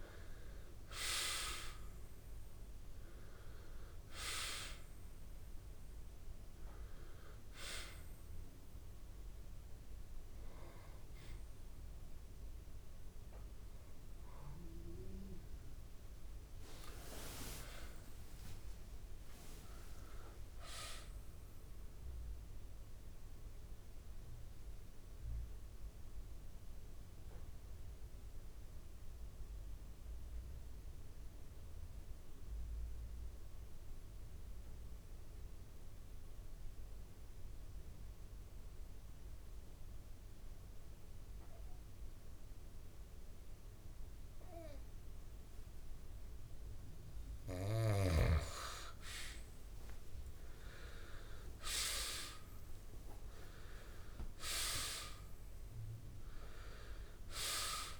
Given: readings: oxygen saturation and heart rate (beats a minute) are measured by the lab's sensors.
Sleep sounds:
breathing in sleep by a room microphone; 1
0.00-23.50 s: oxygen desaturation (device-marked, oxygen 82% lowest, heart rate 64 extreme)
19.50-23.00 s: arousal
24.00-46.00 s: obstructive apnea (oxygen 98% before, 85% lowest, heart rate 88 before, 65 extreme)
44.50-58.00 s: oxygen desaturation (device-marked, oxygen 98% before, 85% lowest, heart rate 67 before, 64 extreme)
49.00-51.50 s: arousal
From the record:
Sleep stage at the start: N2 (light sleep); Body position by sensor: on the back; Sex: male

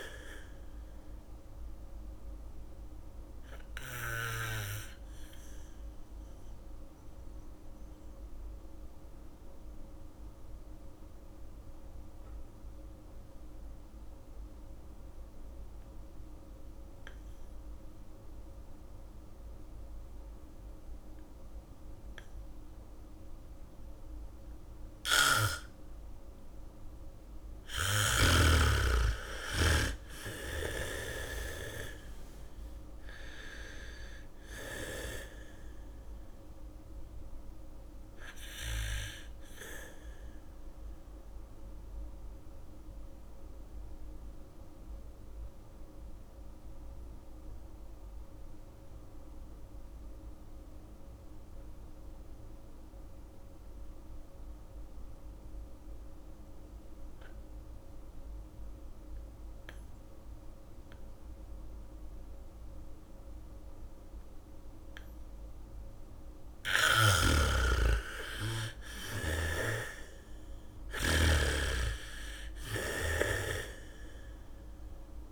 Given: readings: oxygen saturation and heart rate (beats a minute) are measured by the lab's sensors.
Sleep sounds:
breathing in sleep by a room microphone; 2
0.00-17.00 s: oxygen desaturation (device-marked, oxygen 88% lowest, heart rate 33 extreme)
6.50-27.50 s: mixed apnea (oxygen 98% before, 86% lowest, heart rate 54 before, 37 extreme)
23.00-41.00 s: bradycardia (device-marked, heart rate 72 before, 37 extreme)
24.00-58.00 s: oxygen desaturation (device-marked, oxygen 99% before, 86% lowest)
28.50-33.50 s: arousal
41.00-66.00 s: mixed apnea (oxygen 99% before, 85% lowest)
67.50-71.50 s: snoring (device-marked)
68.00-72.00 s: arousal
71.00-75.32 s: bradycardia (device-marked)
71.00-75.32 s: oxygen desaturation (device-marked, oxygen 99% before, 86% lowest, heart rate 68 before, 34 extreme)
From the record:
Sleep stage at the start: N2 (light sleep); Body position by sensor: on the back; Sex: female

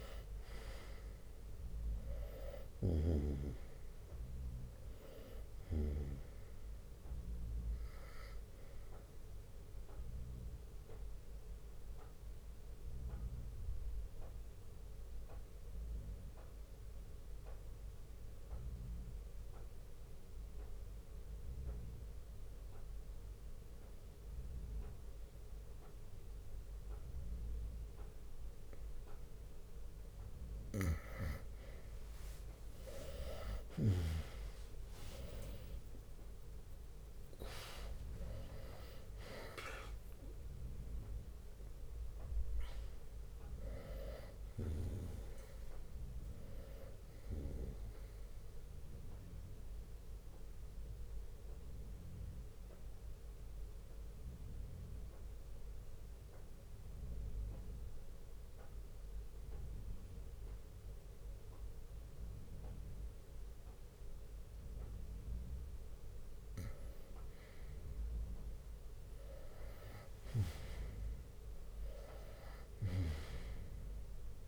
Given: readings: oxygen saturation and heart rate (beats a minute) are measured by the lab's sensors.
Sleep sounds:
breathing in sleep by a room microphone; 2
0.00-10.00 s: drop in pulse transit time (device-marked, heart rate 67 extreme)
0.00-15.00 s: oxygen desaturation (device-marked, oxygen 92% lowest, heart rate 57 extreme)
9.00-30.00 s: mixed apnea (oxygen 98% before, 91% lowest, heart rate 67 before, 57 extreme, up 9 after)
12.00-25.00 s: bradycardia (device-marked, heart rate 69 before, 57 extreme)
17.00-28.00 s: oxygen desaturation (device-marked, oxygen 94% before, 91% lowest, heart rate 67 before, 58 extreme)
34.00-46.00 s: drop in pulse transit time (device-marked, heart rate 59 before, 64 extreme)
34.50-38.50 s: arousal
41.50-43.50 s: long interval between heartbeats (device-marked, heart rate 62 before, 74 extreme)
48.50-66.50 s: mixed apnea (oxygen 97% before, 91% lowest, heart rate 67 before, 57 extreme, up 8 after)
52.00-64.00 s: oxygen desaturation (device-marked, oxygen 94% before, 91% lowest, heart rate 68 before, 57 extreme)
53.00-66.00 s: bradycardia (device-marked, heart rate 69 before, 57 extreme)
69.50-73.50 s: arousal
From the record:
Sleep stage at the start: N2 (light sleep); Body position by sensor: on the right side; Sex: male

